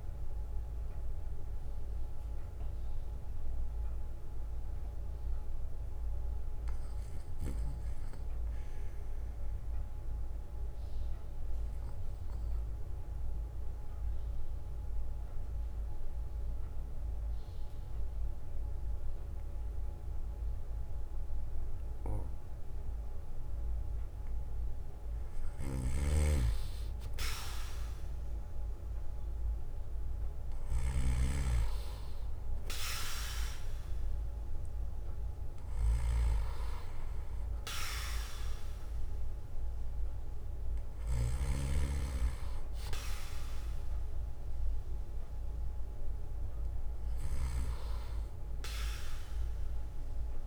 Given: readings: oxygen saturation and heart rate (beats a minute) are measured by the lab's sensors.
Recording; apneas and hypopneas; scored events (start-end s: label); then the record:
breathing in sleep by a room microphone; 1
0.00-15.50 s: oxygen desaturation (device-marked, oxygen 91% lowest, heart rate 52 extreme)
11.00-24.50 s: obstructive apnea (oxygen 97% before, 89% lowest, heart rate 65 before, 52 extreme, up 4 after)
12.50-27.50 s: bradycardia (device-marked, heart rate 63 before, 56 extreme)
27.50-32.50 s: arousal
30.50-35.50 s: bradycardia (device-marked, heart rate 63 before, 52 extreme)
From the record:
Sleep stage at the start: REM sleep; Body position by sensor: on the back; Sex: male